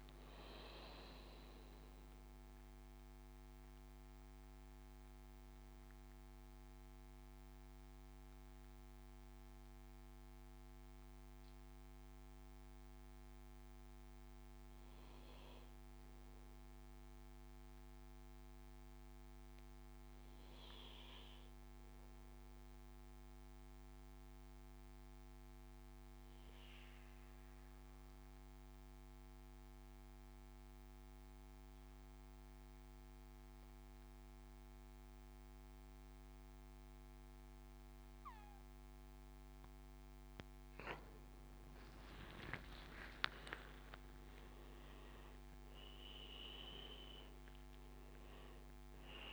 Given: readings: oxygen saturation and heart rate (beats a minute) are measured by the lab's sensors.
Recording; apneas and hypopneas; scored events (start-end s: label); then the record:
breathing in sleep by a microphone on the trachea; 1
0.00-17.50 s: oxygen desaturation (device-marked, oxygen 89% lowest, heart rate 59 extreme)
4.50-6.50 s: bradycardia (device-marked, heart rate 71 before, 66 extreme)
8.00-40.00 s: mixed apnea (oxygen 98% before, 89% lowest, heart rate 77 before, 59 extreme, up 15 after)
34.50-49.33 s: oxygen desaturation (device-marked, oxygen 99% before, 92% lowest, heart rate 70 before, 59 extreme)
42.00-47.00 s: arousal
From the record:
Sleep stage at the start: N2 (light sleep); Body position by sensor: on the back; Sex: male